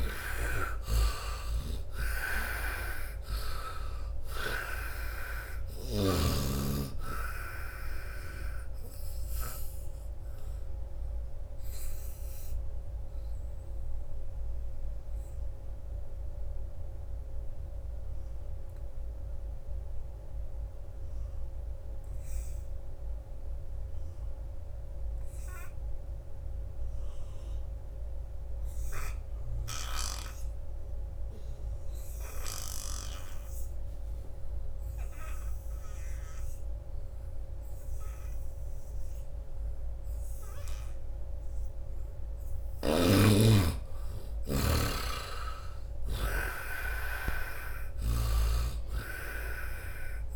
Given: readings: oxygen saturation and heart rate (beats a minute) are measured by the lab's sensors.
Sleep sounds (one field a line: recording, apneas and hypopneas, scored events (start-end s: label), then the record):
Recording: breathing in sleep by a room microphone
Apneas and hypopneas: 1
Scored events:
0.00-2.00 s: arousal
0.00-23.00 s: oxygen desaturation (device-marked, oxygen 70% lowest, heart rate 62 extreme)
0.50-6.00 s: snoring (device-marked)
10.50-40.00 s: obstructive apnea (oxygen 96% before, 70% lowest, heart rate 77 before, 77 extreme, up 5 after)
35.00-50.36 s: oxygen desaturation (device-marked, oxygen 98% before, 73% lowest, heart rate 82 before, 72 extreme)
42.50-45.00 s: arousal
42.50-46.00 s: snoring (device-marked)
48.00-50.36 s: snoring (device-marked)
From the record:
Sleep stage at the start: N2 (light sleep)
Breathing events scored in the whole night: 322 in 4.0 hours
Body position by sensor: on the right side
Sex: male